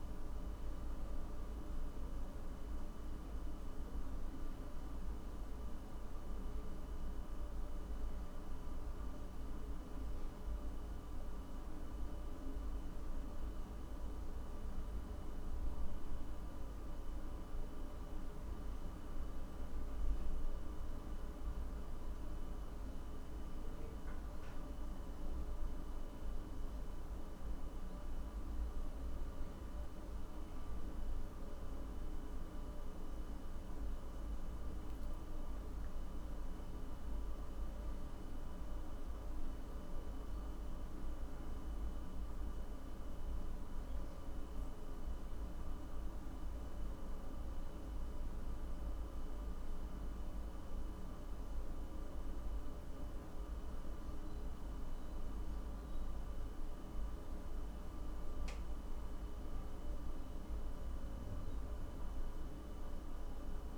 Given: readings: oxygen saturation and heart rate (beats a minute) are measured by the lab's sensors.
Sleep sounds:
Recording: a person awake in a sleep study, hard to hear, by a room microphone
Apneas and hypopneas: none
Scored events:
none scored
From the record:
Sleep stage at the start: awake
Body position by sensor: on the back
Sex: male

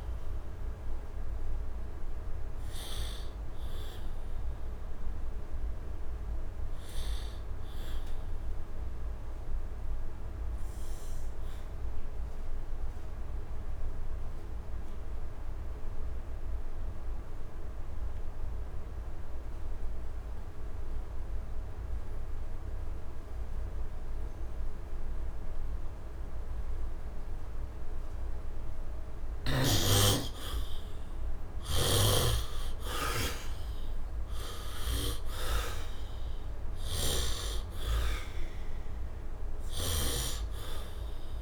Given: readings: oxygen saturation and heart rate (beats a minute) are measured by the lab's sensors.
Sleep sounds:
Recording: breathing in sleep by a room microphone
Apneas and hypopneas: 1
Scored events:
0.00-10.00 s: oxygen desaturation (device-marked, oxygen 68% lowest, heart rate 71 extreme)
2.00-30.00 s: obstructive apnea (oxygen 89% before, 68% lowest, heart rate 80 before, 71 extreme, up 14 after)
26.00-41.42 s: oxygen desaturation (device-marked, oxygen 99% before, 76% lowest, heart rate 74 before, 76 extreme)
32.50-38.00 s: arousal
From the record:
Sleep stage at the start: REM sleep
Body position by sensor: on the back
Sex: male

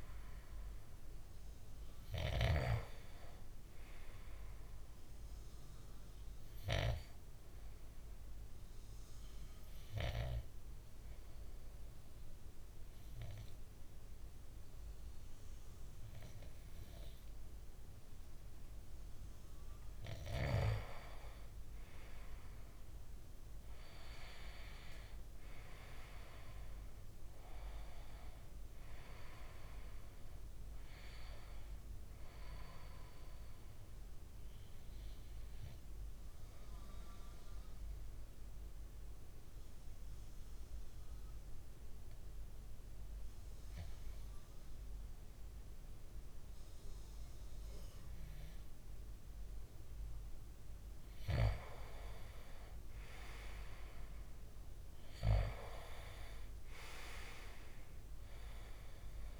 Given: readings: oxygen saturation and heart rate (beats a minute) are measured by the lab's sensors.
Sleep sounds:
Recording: breathing in sleep by a room microphone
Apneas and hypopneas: 2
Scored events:
0.00-12.50 s: oxygen desaturation (device-marked, oxygen 94% lowest, heart rate 58 extreme)
5.50-19.00 s: obstructive apnea (oxygen 98% before, 93% lowest, heart rate 59 before, 57 extreme, up 4 after)
20.50-24.00 s: arousal
22.50-45.50 s: oxygen desaturation (device-marked, oxygen 97% before, 93% lowest, heart rate 59 before, 57 extreme)
35.00-50.50 s: obstructive apnea (oxygen 97% before, 93% lowest, heart rate 60 before, 57 extreme, up 3 after)
54.50-59.40 s: oxygen desaturation (device-marked, oxygen 98% before, 93% lowest, heart rate 59 before, 57 extreme)
From the record:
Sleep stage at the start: N2 (light sleep)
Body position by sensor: on the back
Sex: male

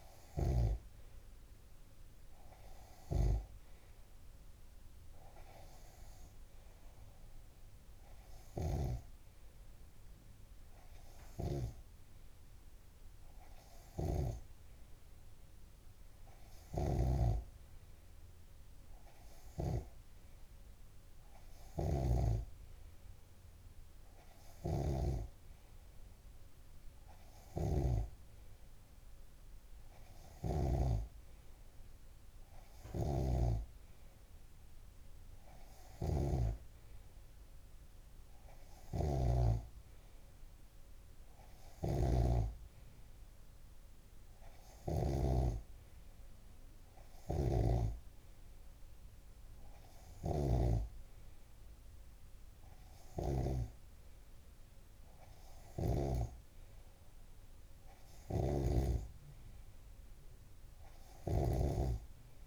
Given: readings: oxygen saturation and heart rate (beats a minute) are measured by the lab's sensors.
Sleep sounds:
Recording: breathing in sleep by a room microphone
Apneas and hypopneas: none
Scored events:
0.00-1.00 s: snoring (device-marked)
17.00-25.50 s: snoring (device-marked)
42.00-56.50 s: snoring (device-marked)
58.50-62.47 s: snoring (device-marked)
From the record:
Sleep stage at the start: N2 (light sleep)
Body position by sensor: on the left side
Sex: male

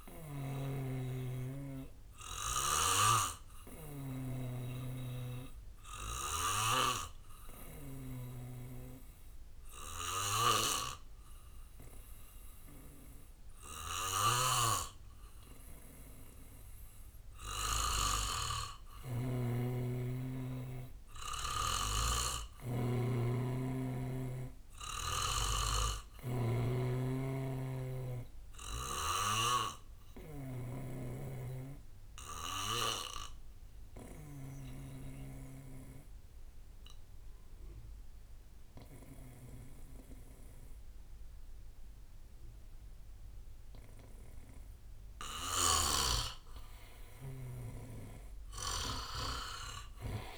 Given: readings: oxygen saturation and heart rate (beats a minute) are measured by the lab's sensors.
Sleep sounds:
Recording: breathing in sleep by a room microphone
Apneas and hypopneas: 2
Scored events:
0.00-3.00 s: snoring (device-marked)
0.00-8.50 s: oxygen desaturation (device-marked, oxygen 93% lowest, heart rate 59 extreme)
3.00-18.50 s: obstructive apnea (oxygen 98% before, 91% lowest, heart rate 65 before, 58 extreme, up 8 after)
9.50-11.50 s: bradycardia (device-marked, heart rate 68 before, 60 extreme)
14.00-22.00 s: snoring (device-marked)
21.00-24.50 s: arousal
29.00-34.50 s: snoring (device-marked)
30.50-45.50 s: obstructive apnea (oxygen 96% before, 89% lowest, heart rate 64 before, 57 extreme, up 15 after)
35.50-39.50 s: bradycardia (device-marked, heart rate 68 before, 59 extreme)
48.50-50.38 s: arousal
From the record:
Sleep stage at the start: N2 (light sleep)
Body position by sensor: on the back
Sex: male

